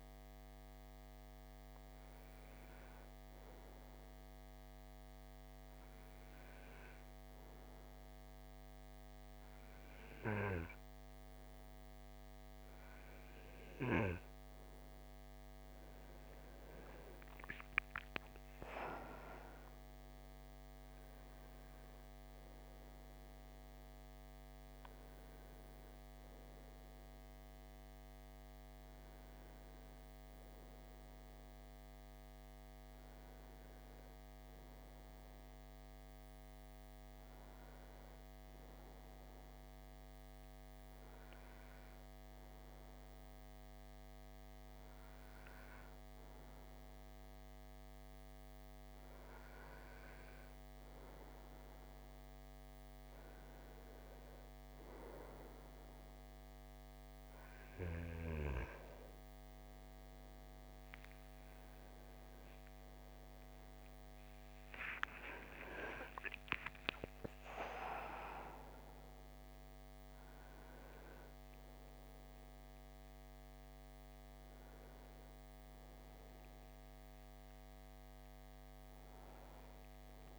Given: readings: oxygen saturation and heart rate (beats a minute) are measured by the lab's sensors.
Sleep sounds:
breathing in sleep by a microphone on the trachea; 2
1.50-15.00 s: obstructive apnea (oxygen 93% before, 89% lowest, heart rate 58 before, 55 extreme, up 11 after)
18.00-22.50 s: arousal
23.00-43.00 s: oxygen desaturation (device-marked, oxygen 93% before, 89% lowest, heart rate 59 before, 53 extreme)
38.00-52.50 s: hypopnea (oxygen 93% before, 89% lowest, heart rate 62 before, 53 extreme, up 4 after)
54.50-58.50 s: arousal
65.50-69.50 s: arousal
From the record:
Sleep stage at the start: N2 (light sleep); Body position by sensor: on the right side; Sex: male

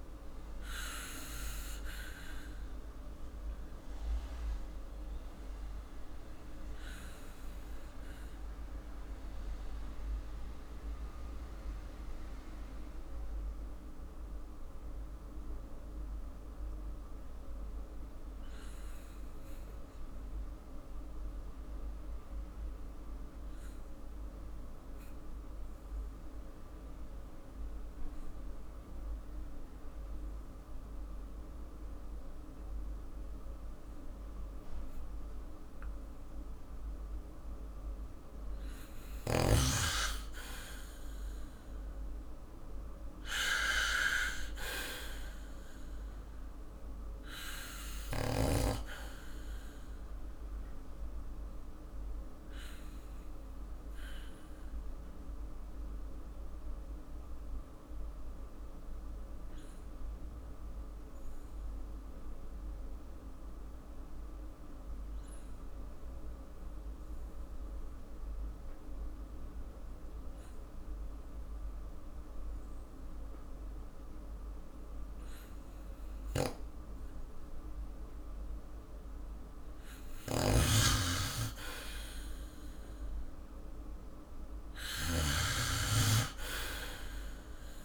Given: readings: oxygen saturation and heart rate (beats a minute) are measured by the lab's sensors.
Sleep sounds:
breathing in sleep by a room microphone; 2
0.50-37.00 s: obstructive apnea (oxygen 99% before, 94% lowest, heart rate 55 before, 44 extreme, up 7 after)
28.50-44.50 s: oxygen desaturation (device-marked, oxygen 98% before, 94% lowest, heart rate 48 before, 44 extreme)
40.00-45.00 s: arousal
50.00-79.00 s: obstructive apnea (oxygen 99% before, 94% lowest, heart rate 53 before, 44 extreme, up 7 after)
73.50-84.50 s: oxygen desaturation (device-marked, oxygen 98% before, 94% lowest, heart rate 47 before, 47 extreme)
80.00-85.00 s: snoring (device-marked)
81.50-85.00 s: arousal
From the record:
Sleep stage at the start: N2 (light sleep); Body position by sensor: on the back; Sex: male

